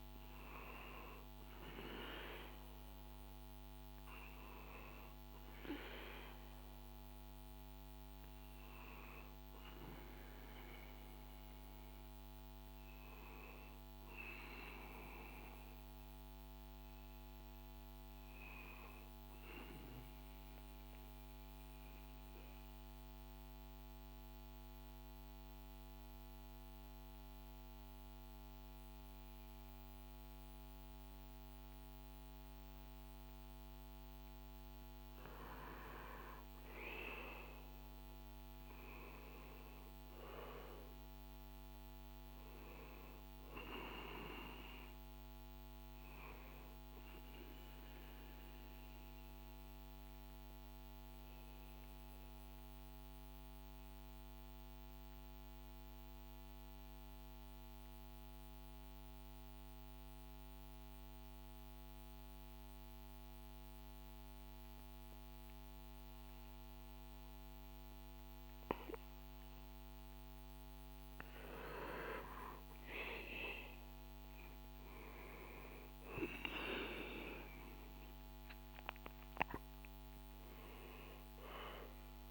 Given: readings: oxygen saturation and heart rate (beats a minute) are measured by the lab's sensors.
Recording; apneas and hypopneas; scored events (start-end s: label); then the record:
breathing in sleep by a microphone on the trachea; 2
0.00-1.00 s: oxygen desaturation (device-marked, oxygen 93% lowest, heart rate 63 extreme)
19.50-33.00 s: mixed apnea (oxygen 95% before, 94% lowest, heart rate 70 before, 61 extreme, up 5 after)
23.00-82.31 s: new sleep stage, N2 (light sleep)
36.50-41.00 s: arousal
47.50-68.50 s: mixed apnea (oxygen 97% before, 93% lowest, heart rate 65 before, 61 extreme, up 1 after)
73.00-77.00 s: arousal
From the record:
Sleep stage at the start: N1 (lightest sleep); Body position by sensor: on the back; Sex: male